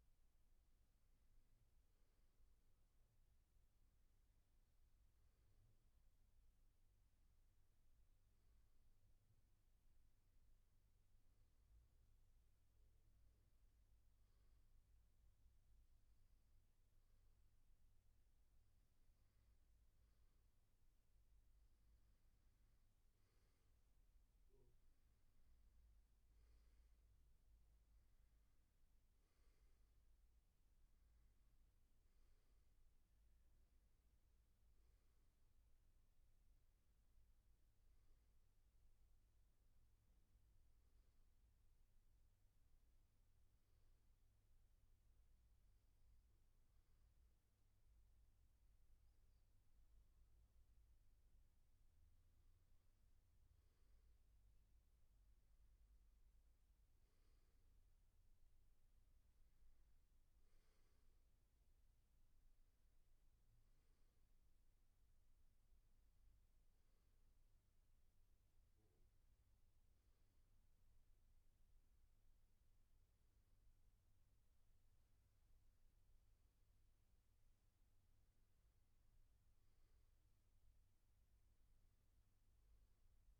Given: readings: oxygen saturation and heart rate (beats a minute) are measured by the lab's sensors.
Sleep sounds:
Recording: breathing in sleep, hard to hear, by a room microphone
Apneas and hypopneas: 2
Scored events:
7.50-83.40 s: new sleep stage, N2 (light sleep)
9.50-20.50 s: hypopnea (oxygen 96% before, 92% lowest, heart rate 75 before, 72 extreme, up 1 after)
23.50-27.50 s: arousal
41.50-53.00 s: hypopnea (oxygen 95% before, 93% lowest, heart rate 74 before, 67 extreme, up 2 after)
55.00-58.00 s: arousal
From the record:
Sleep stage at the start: N1 (lightest sleep)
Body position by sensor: on the back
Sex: male

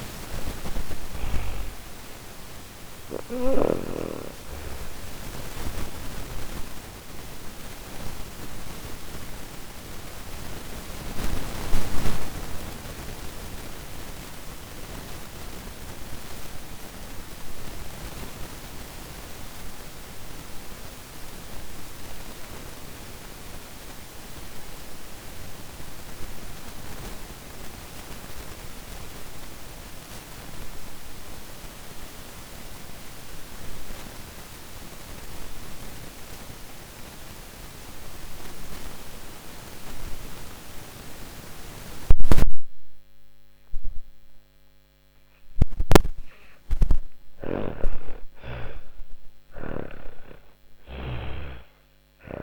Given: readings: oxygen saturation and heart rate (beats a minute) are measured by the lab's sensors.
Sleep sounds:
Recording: breathing in sleep by a microphone on the trachea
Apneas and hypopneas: 1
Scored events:
0.00-1.00 s: arousal
0.00-20.00 s: oxygen desaturation (device-marked, oxygen 81% lowest, heart rate 52 extreme)
4.00-44.00 s: obstructive apnea (oxygen 98% before, 79% lowest, heart rate 89 before, 51 extreme)
29.00-52.43 s: oxygen desaturation (device-marked, oxygen 98% before, 79% lowest, heart rate 71 before, 51 extreme)
46.00-50.50 s: arousal
From the record:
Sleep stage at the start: N2 (light sleep)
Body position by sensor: on the back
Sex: female

